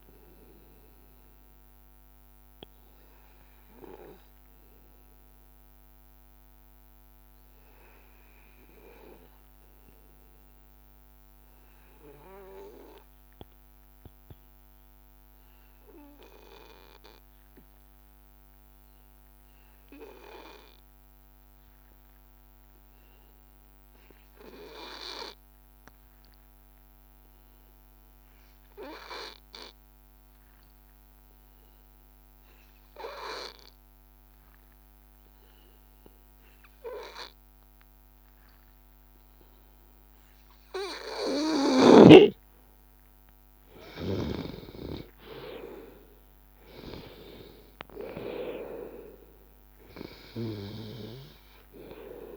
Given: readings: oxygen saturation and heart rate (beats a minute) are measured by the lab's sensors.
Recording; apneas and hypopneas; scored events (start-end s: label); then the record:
breathing in sleep by a microphone on the trachea; 1
0.00-14.50 s: oxygen desaturation (device-marked, oxygen 85% lowest, heart rate 82 extreme)
0.50-39.50 s: hypopnea (oxygen 95% before, 85% lowest, heart rate 87 before, 82 extreme, up 3 after)
36.50-52.37 s: oxygen desaturation (device-marked, oxygen 98% before, 89% lowest, heart rate 84 before, 83 extreme)
41.50-46.50 s: arousal
From the record:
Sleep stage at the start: N2 (light sleep); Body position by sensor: on the back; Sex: male